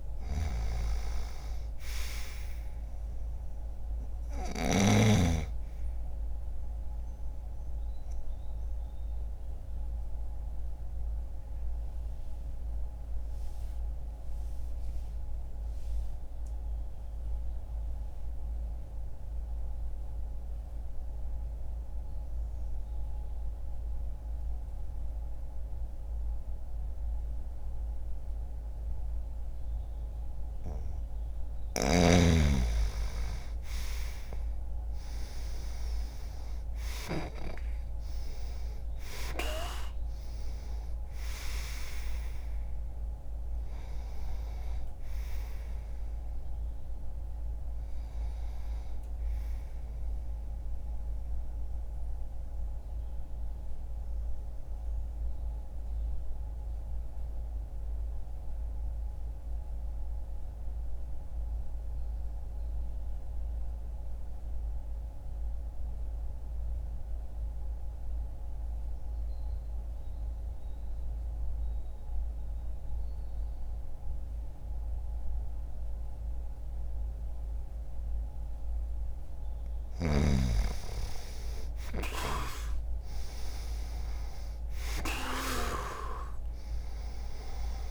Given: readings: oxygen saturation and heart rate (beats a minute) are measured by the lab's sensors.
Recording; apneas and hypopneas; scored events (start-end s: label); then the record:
breathing in sleep by a room microphone; 2
6.50-30.00 s: obstructive apnea (oxygen 97% before, 90% lowest, heart rate 60 before, 59 extreme, up 0 after)
23.50-31.50 s: oxygen desaturation (device-marked, oxygen 95% before, 91% lowest, heart rate 60 before, 60 extreme)
32.50-37.50 s: arousal
38.50-49.50 s: oxygen desaturation (device-marked, oxygen 96% before, 92% lowest, heart rate 60 before, 59 extreme)
49.50-79.00 s: obstructive apnea (oxygen 96% before, 90% lowest, heart rate 60 before, 59 extreme, up 2 after)
61.50-71.50 s: oxygen desaturation (device-marked, oxygen 94% before, 90% lowest, heart rate 61 before, 59 extreme)
80.50-87.91 s: oxygen desaturation (device-marked, oxygen 98% before, 93% lowest, heart rate 60 before, 59 extreme)
81.00-86.50 s: arousal
From the record:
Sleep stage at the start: N2 (light sleep); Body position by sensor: on the right side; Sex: male